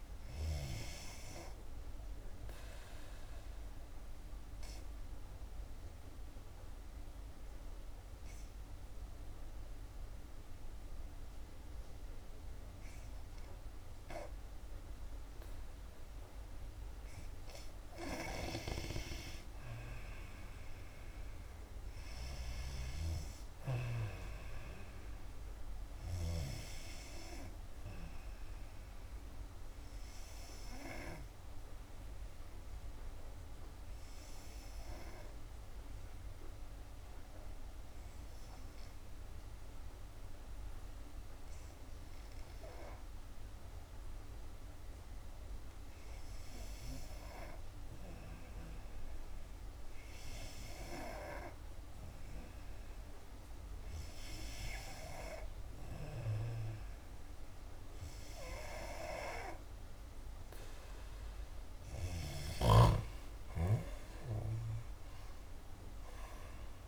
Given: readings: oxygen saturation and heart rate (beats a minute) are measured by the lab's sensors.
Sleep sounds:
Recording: breathing in sleep by a room microphone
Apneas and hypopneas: 2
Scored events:
3.50-17.00 s: obstructive apnea (oxygen 92% before, 88% lowest, heart rate 64 before, 57 extreme, up 6 after)
5.50-22.50 s: oxygen desaturation (device-marked, oxygen 93% before, 89% lowest, heart rate 64 before, 57 extreme)
23.50-28.00 s: arousal
31.50-46.50 s: obstructive apnea (oxygen 93% before, 88% lowest, heart rate 64 before, 59 extreme, up 5 after)
31.50-46.50 s: oxygen desaturation (device-marked, oxygen 93% before, 88% lowest, heart rate 64 before, 59 extreme)
60.50-66.88 s: oxygen desaturation (device-marked, oxygen 95% before, 90% lowest, heart rate 64 before, 67 extreme)
63.50-66.88 s: arousal
From the record:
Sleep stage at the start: N2 (light sleep)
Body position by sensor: on the back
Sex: female

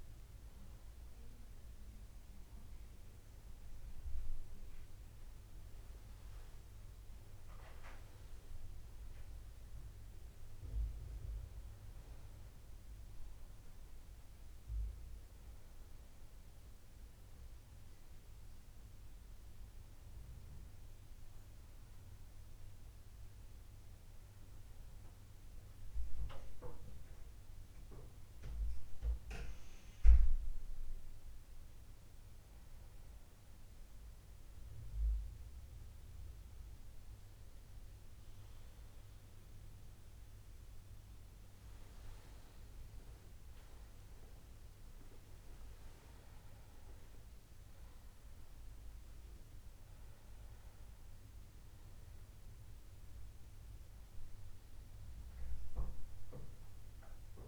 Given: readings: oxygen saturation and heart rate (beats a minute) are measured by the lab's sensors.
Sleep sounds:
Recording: breathing in sleep, hard to hear, by a room microphone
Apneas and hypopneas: none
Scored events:
0.00-40.50 s: bradycardia (device-marked)
47.50-57.48 s: bradycardia (device-marked, heart rate 76 before, 34 extreme)
56.50-57.48 s: new sleep stage, N2 (light sleep)
From the record:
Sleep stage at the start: N1 (lightest sleep)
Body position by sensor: on the back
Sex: male

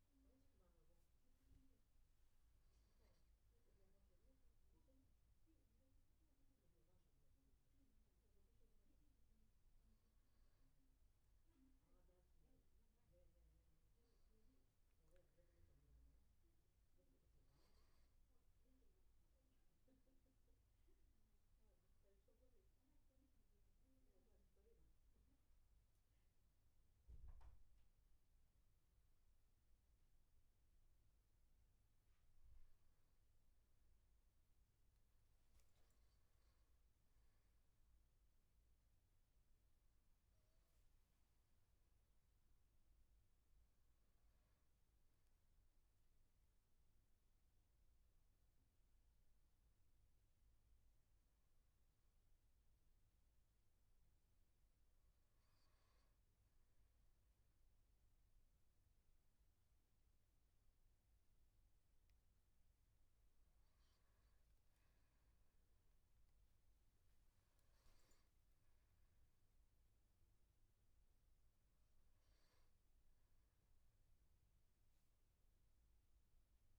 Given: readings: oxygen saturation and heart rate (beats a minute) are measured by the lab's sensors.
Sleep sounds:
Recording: a person awake in a sleep study, hard to hear, by a room microphone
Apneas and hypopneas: none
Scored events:
none scored
From the record:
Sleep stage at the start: awake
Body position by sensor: on the back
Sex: male

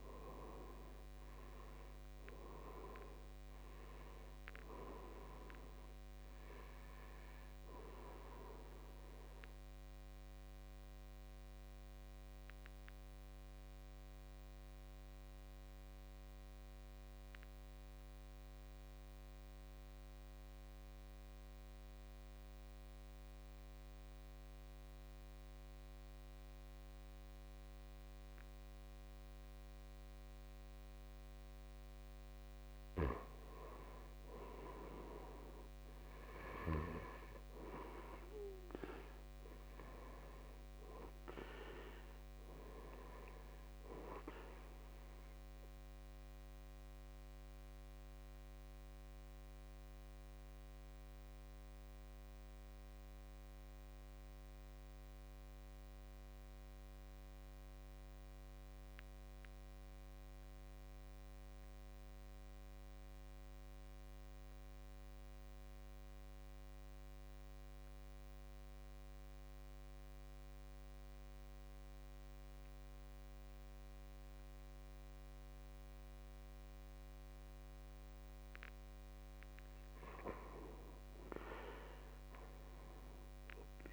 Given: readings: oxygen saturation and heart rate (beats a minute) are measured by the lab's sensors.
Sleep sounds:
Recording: breathing in sleep by a microphone on the trachea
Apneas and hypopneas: 2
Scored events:
0.00-25.00 s: oxygen desaturation (device-marked, oxygen 97% before, 75% lowest, heart rate 63 before, 53 extreme)
10.00-31.50 s: obstructive apnea (oxygen 97% before, 75% lowest, heart rate 68 before, 54 extreme, up 9 after)
33.50-38.00 s: arousal
46.50-79.50 s: obstructive apnea (oxygen 99% before, 76% lowest, heart rate 63 before, 53 extreme, up 11 after)
47.00-67.00 s: oxygen desaturation (device-marked, oxygen 98% before, 84% lowest, heart rate 63 before, 53 extreme)
79.00-83.92 s: oxygen desaturation (device-marked, oxygen 98% before, 76% lowest, heart rate 59 before, 53 extreme)
80.50-83.92 s: arousal
From the record:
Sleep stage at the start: N2 (light sleep)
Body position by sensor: on the back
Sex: male

